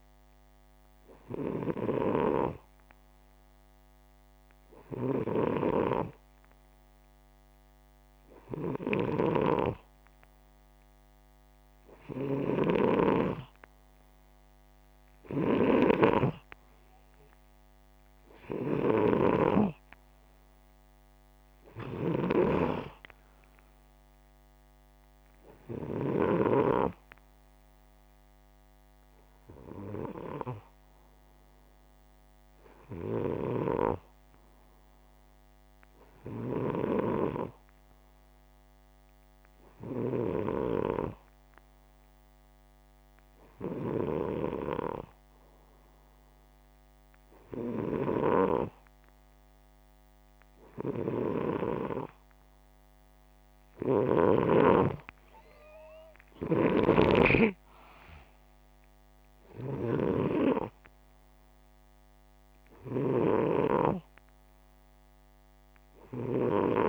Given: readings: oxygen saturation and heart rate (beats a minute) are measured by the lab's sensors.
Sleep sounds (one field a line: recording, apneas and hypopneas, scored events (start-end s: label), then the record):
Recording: breathing in sleep by a microphone on the trachea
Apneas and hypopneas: none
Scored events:
8.50-26.00 s: snoring (device-marked)
32.50-36.50 s: snoring (device-marked)
44.50-61.50 s: oxygen desaturation (device-marked, oxygen 95% before, 92% lowest, heart rate 63 before, 62 extreme)
47.50-54.00 s: snoring (device-marked)
56.00-63.00 s: snoring (device-marked)
From the record:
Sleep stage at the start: N2 (light sleep)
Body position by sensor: upright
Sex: male